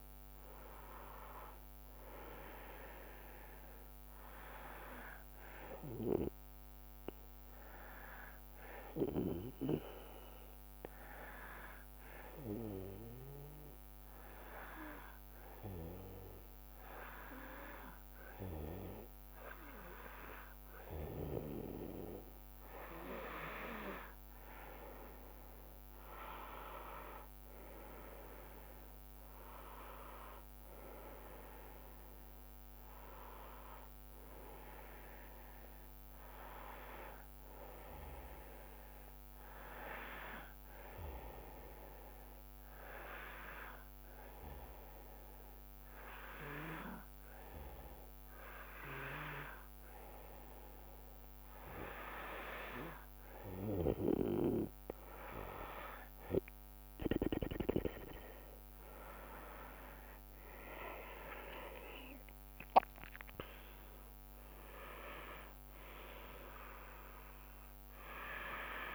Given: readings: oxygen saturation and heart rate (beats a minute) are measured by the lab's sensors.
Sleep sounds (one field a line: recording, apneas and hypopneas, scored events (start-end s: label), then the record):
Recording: breathing in sleep by a microphone on the trachea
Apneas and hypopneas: 2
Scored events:
0.00-6.50 s: drop in pulse transit time (device-marked, heart rate 71 extreme)
13.00-23.50 s: hypopnea (oxygen 96% before, 91% lowest, heart rate 73 before, 68 extreme, up 12 after)
24.50-46.50 s: oxygen desaturation (device-marked, oxygen 96% before, 92% lowest, heart rate 70 before, 68 extreme)
25.50-38.50 s: drop in pulse transit time (device-marked, heart rate 70 before, 70 extreme)
26.00-30.00 s: arousal
41.50-51.50 s: hypopnea (oxygen 96% before, 91% lowest, heart rate 75 before, 67 extreme, up 6 after)
55.50-68.95 s: oxygen desaturation (device-marked, oxygen 97% before, 91% lowest, heart rate 69 before, 67 extreme)
58.50-62.50 s: arousal
58.50-68.95 s: drop in pulse transit time (device-marked, heart rate 70 before, 72 extreme)
From the record:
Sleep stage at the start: N2 (light sleep)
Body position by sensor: on the back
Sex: female